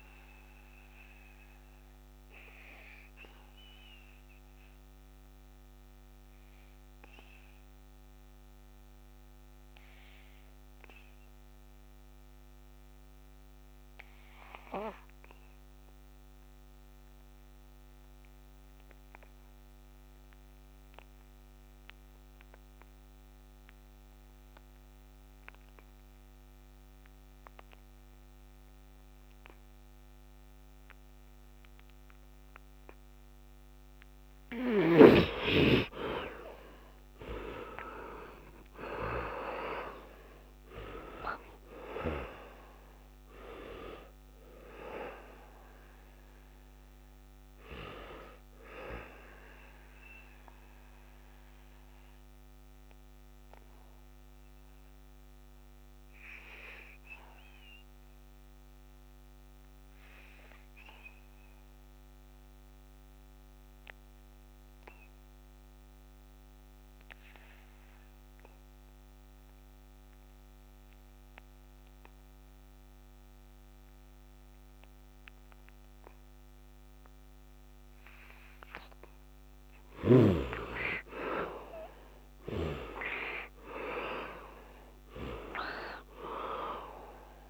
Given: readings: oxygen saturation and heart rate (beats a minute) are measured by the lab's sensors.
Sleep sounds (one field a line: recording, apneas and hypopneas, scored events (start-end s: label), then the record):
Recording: breathing in sleep by a microphone on the trachea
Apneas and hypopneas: 2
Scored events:
0.00-13.00 s: oxygen desaturation (device-marked, oxygen 69% lowest, heart rate 63 extreme)
1.00-34.00 s: obstructive apnea (oxygen 96% before, 65% lowest, heart rate 75 before, 64 extreme, up 18 after)
18.00-68.00 s: oxygen desaturation (device-marked, oxygen 99% before, 65% lowest, heart rate 68 before, 64 extreme)
35.00-39.50 s: arousal
52.00-76.50 s: obstructive apnea (oxygen 92% before, 65% lowest, heart rate 78 before, 58 extreme, up 6 after)
73.00-87.50 s: oxygen desaturation (device-marked, oxygen 99% before, 68% lowest, heart rate 72 before, 58 extreme)
80.00-85.00 s: arousal
From the record:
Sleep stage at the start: N2 (light sleep)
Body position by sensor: on the back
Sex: male